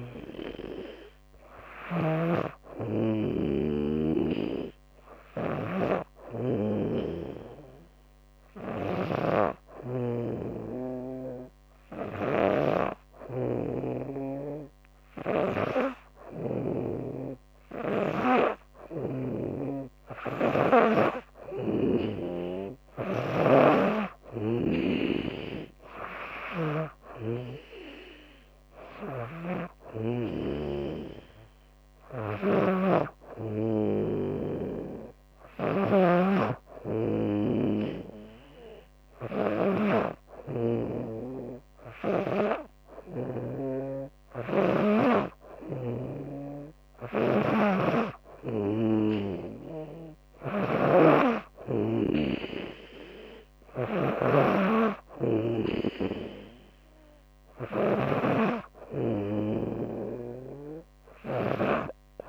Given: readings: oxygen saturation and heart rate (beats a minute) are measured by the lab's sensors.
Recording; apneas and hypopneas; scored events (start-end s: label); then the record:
breathing in sleep by a microphone on the trachea; 1
0.00-2.00 s: arousal
1.50-15.00 s: snoring (device-marked)
6.00-17.50 s: hypopnea (oxygen 98% before, 95% lowest, heart rate 82 before, 77 extreme, up 6 after)
19.50-26.50 s: snoring (device-marked)
21.00-25.00 s: arousal
28.50-39.50 s: snoring (device-marked)
46.50-61.00 s: snoring (device-marked)
From the record:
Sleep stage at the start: N2 (light sleep); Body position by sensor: on the back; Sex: female